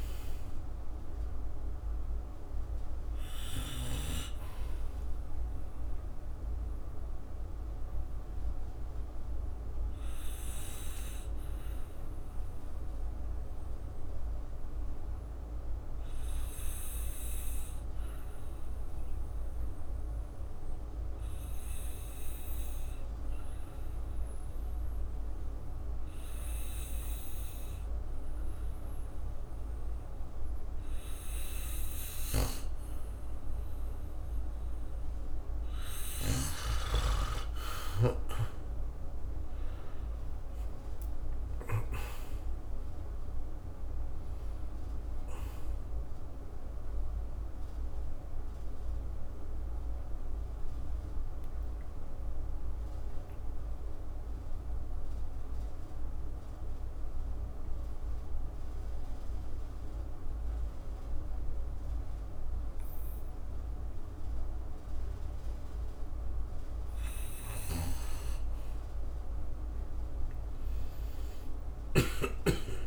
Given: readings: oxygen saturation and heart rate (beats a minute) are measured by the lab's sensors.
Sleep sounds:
breathing in sleep by a room microphone; 2
0.00-25.50 s: oxygen desaturation (device-marked, oxygen 86% lowest, heart rate 54 extreme)
6.50-35.50 s: obstructive apnea (oxygen 99% before, 86% lowest, heart rate 61 before, 54 extreme, up 9 after)
37.50-42.00 s: arousal
53.50-67.50 s: oxygen desaturation (device-marked, oxygen 98% before, 90% lowest, heart rate 63 before, 59 extreme)
53.50-68.00 s: obstructive apnea (oxygen 99% before, 90% lowest, heart rate 63 before, 59 extreme, up 9 after)
67.50-72.00 s: snoring (device-marked)
70.00-72.87 s: arousal
From the record:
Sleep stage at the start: N2 (light sleep); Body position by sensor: on the back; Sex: male

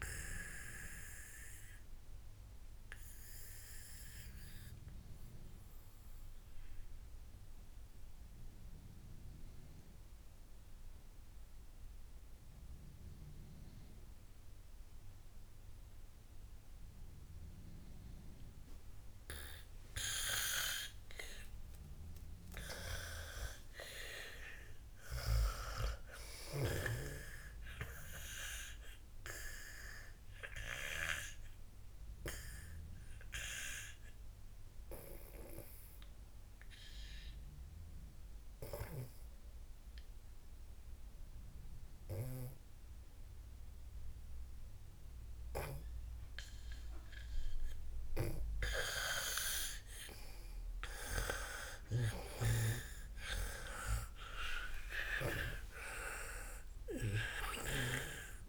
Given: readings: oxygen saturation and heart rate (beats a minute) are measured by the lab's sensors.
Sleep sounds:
breathing in sleep by a room microphone; 2
0.00-18.50 s: oxygen desaturation (device-marked, oxygen 90% lowest, heart rate 55 extreme)
2.00-20.50 s: obstructive apnea (oxygen 97% before, 90% lowest, heart rate 77 before, 55 extreme, up 22 after)
21.50-25.00 s: arousal
28.50-44.50 s: oxygen desaturation (device-marked, oxygen 98% before, 94% lowest, heart rate 62 before, 56 extreme)
30.50-50.00 s: obstructive apnea (oxygen 98% before, 90% lowest, heart rate 64 before, 55 extreme, up 49 after)
48.50-58.49 s: snoring (device-marked)
51.50-56.00 s: arousal
53.50-58.49 s: oxygen desaturation (device-marked, oxygen 97% before, 93% lowest, heart rate 60 before, 55 extreme)
From the record:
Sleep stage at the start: N2 (light sleep); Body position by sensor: on the back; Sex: female

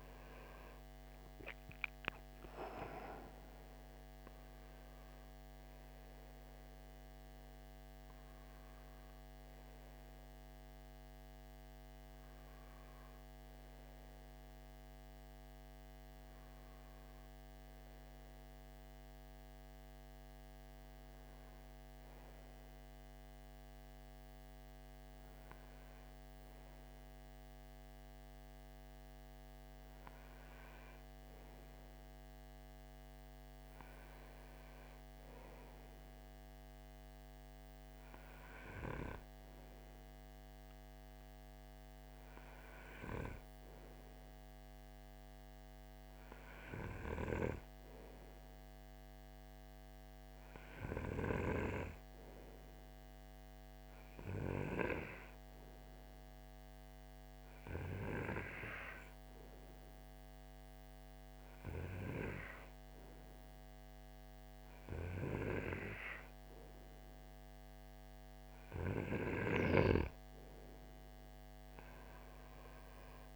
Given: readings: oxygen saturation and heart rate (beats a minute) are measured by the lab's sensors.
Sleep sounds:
breathing in sleep by a microphone on the trachea; 1
55.00-68.00 s: hypopnea (oxygen 94% before, 90% lowest, heart rate 57 before, 52 extreme, up 6 after)
71.00-73.36 s: arousal
From the record:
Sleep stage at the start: N2 (light sleep); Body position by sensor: on the right side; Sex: male

